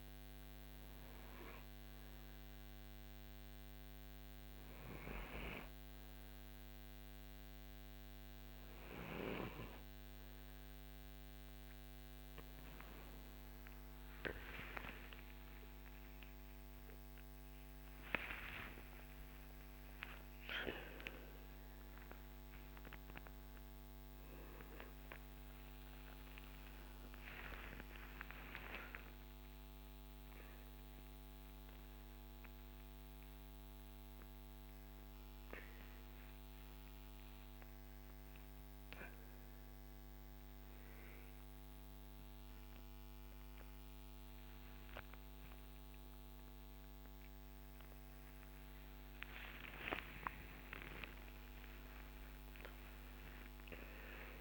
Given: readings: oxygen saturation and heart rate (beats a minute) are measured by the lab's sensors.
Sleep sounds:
a person awake in a sleep study, by a microphone on the trachea; none
2.00-29.00 s: oxygen desaturation (device-marked, oxygen 97% before, 93% lowest, heart rate 60 before, 54 extreme)
14.00-54.41 s: new sleep stage, awake
27.50-29.50 s: long interval between heartbeats (device-marked, heart rate 61 before, 87 extreme)
34.00-40.00 s: tachycardia (device-marked, heart rate 57 before, 119 extreme)
37.00-39.00 s: long interval between heartbeats (device-marked, heart rate 76 before, 118 extreme)
46.50-48.50 s: long interval between heartbeats (device-marked, heart rate 92 before, 74 extreme)
50.00-52.00 s: long interval between heartbeats (device-marked, heart rate 91 before, 98 extreme)
From the record:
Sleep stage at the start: N2 (light sleep); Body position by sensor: on the right side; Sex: male

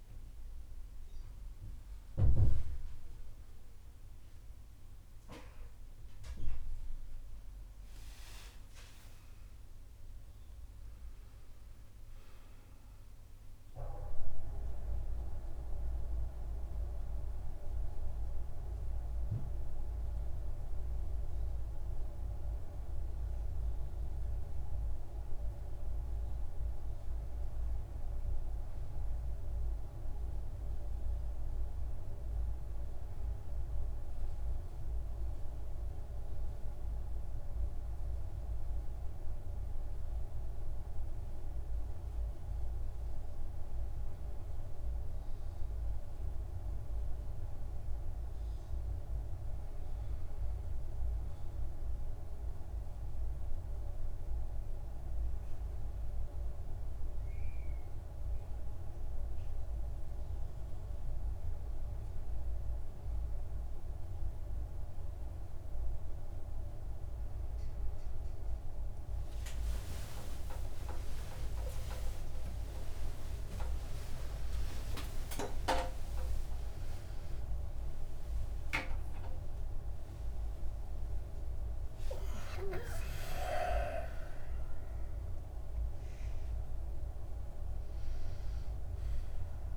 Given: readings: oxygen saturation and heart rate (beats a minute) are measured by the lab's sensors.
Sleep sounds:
a person awake in a sleep study, by a room microphone; none
none scored
From the record:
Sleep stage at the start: awake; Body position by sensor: on the back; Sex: male

